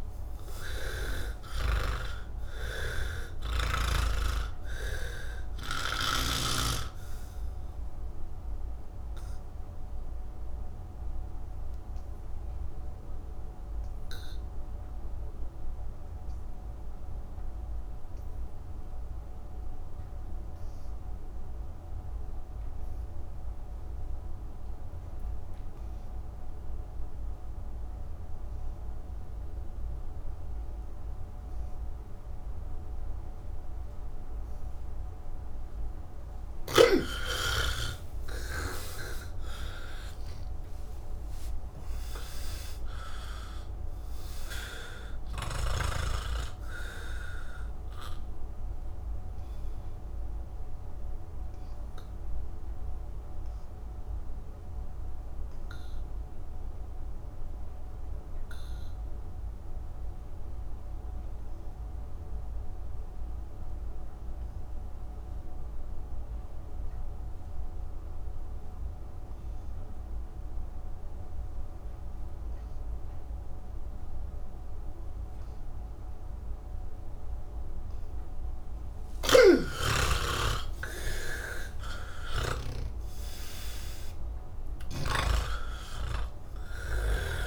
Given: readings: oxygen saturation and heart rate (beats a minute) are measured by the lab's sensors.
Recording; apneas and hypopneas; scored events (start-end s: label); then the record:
breathing in sleep by a room microphone; 2
0.00-22.50 s: oxygen desaturation (device-marked, oxygen 78% lowest, heart rate 126 extreme)
9.00-37.00 s: obstructive apnea (oxygen 98% before, 78% lowest, heart rate 166 before, 126 extreme)
24.50-62.50 s: oxygen desaturation (device-marked, oxygen 99% before, 79% lowest, heart rate 160 before, 133 extreme)
50.50-78.00 s: obstructive apnea (oxygen 99% before, 78% lowest, heart rate 174 before, 133 extreme)
71.50-87.47 s: oxygen desaturation (device-marked, oxygen 99% before, 79% lowest, heart rate 165 before, 166 extreme)
79.50-83.00 s: snoring (device-marked)
From the record:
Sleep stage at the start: N2 (light sleep); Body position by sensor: on the back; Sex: male